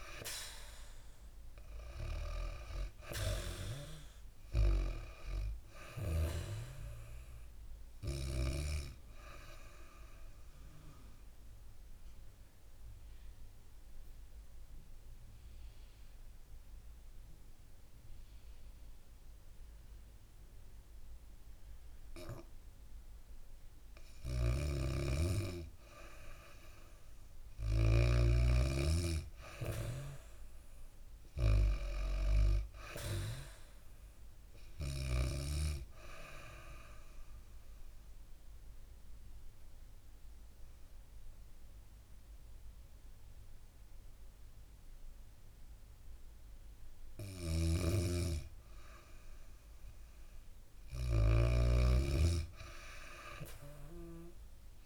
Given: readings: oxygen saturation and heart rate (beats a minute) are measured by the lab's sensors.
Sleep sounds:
breathing in sleep by a room microphone; 2
0.00-2.50 s: arousal
2.00-22.00 s: oxygen desaturation (device-marked, oxygen 96% before, 92% lowest, heart rate 68 before, 58 extreme)
9.00-24.50 s: mixed apnea (oxygen 96% before, 92% lowest, heart rate 66 before, 58 extreme, up 11 after)
11.00-14.00 s: bradycardia (device-marked, heart rate 71 before, 60 extreme)
23.50-27.50 s: snoring (device-marked)
24.00-49.00 s: oxygen desaturation (device-marked, oxygen 98% before, 93% lowest, heart rate 65 before, 67 extreme)
27.00-31.50 s: arousal
36.00-50.00 s: obstructive apnea (oxygen 98% before, 90% lowest, heart rate 67 before, 67 extreme, up 1 after)
46.50-51.00 s: snoring (device-marked)
52.50-54.86 s: arousal
From the record:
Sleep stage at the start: N2 (light sleep); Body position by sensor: on the back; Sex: female

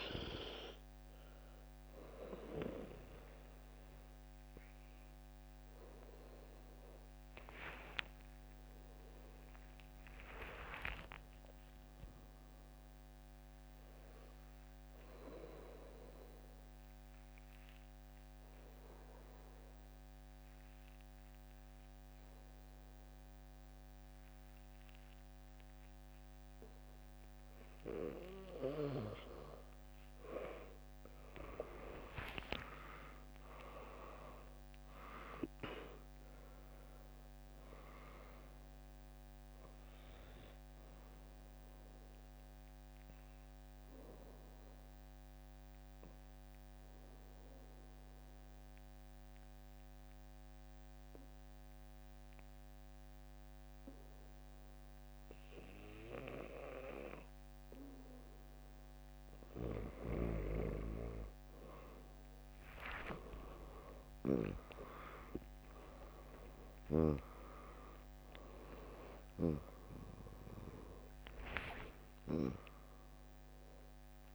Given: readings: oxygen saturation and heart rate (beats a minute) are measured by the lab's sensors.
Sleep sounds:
breathing in sleep by a microphone on the trachea; 2
0.00-5.00 s: drop in pulse transit time (device-marked, heart rate 63 extreme)
0.00-16.00 s: oxygen desaturation (device-marked, oxygen 95% lowest, heart rate 55 extreme)
8.00-13.00 s: arousal
16.00-27.00 s: obstructive apnea (oxygen 99% before, 96% lowest, heart rate 84 before, 55 extreme)
24.00-74.34 s: new sleep stage, N2 (light sleep)
26.00-29.00 s: bradycardia (device-marked, heart rate 75 before, 63 extreme)
32.00-36.50 s: arousal
32.50-34.50 s: long interval between heartbeats (device-marked, heart rate 76 before, 67 extreme)
35.00-56.00 s: oxygen desaturation (device-marked, oxygen 99% before, 96% lowest, heart rate 73 before, 57 extreme)
36.00-51.00 s: drop in pulse transit time (device-marked, heart rate 73 before, 67 extreme)
42.50-58.00 s: obstructive apnea (oxygen 100% before, 96% lowest, heart rate 70 before, 57 extreme, up 10 after)
54.00-60.00 s: bradycardia (device-marked, heart rate 75 before, 57 extreme)
62.50-68.50 s: arousal
65.00-74.34 s: drop in pulse transit time (device-marked, heart rate 71 before, 69 extreme)
From the record:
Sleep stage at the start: N1 (lightest sleep); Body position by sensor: on the back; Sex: female

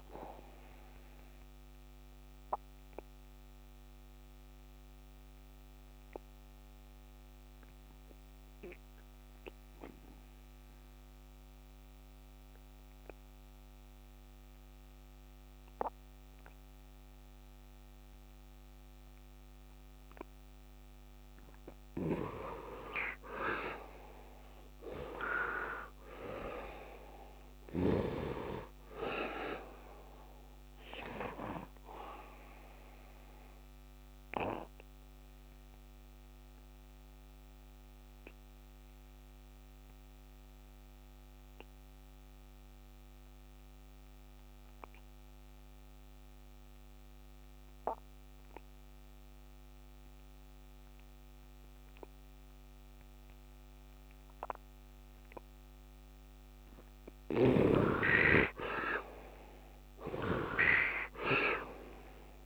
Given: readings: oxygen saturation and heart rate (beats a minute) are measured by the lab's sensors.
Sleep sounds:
breathing in sleep by a microphone on the trachea; 2
0.00-17.50 s: oxygen desaturation (device-marked, oxygen 80% lowest, heart rate 68 extreme)
2.50-20.00 s: obstructive apnea (oxygen 99% before, 77% lowest, heart rate 79 before, 69 extreme, up 10 after)
22.50-25.50 s: arousal
25.50-44.50 s: oxygen desaturation (device-marked, oxygen 99% before, 81% lowest, heart rate 74 before, 70 extreme)
30.00-54.50 s: obstructive apnea (oxygen 99% before, 70% lowest, heart rate 77 before, 67 extreme, up 5 after)
56.50-62.46 s: oxygen desaturation (device-marked, oxygen 99% before, 77% lowest, heart rate 75 before, 67 extreme)
57.00-60.50 s: arousal
57.00-62.46 s: snoring (device-marked)
From the record:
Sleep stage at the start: N2 (light sleep); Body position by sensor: on the right side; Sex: male

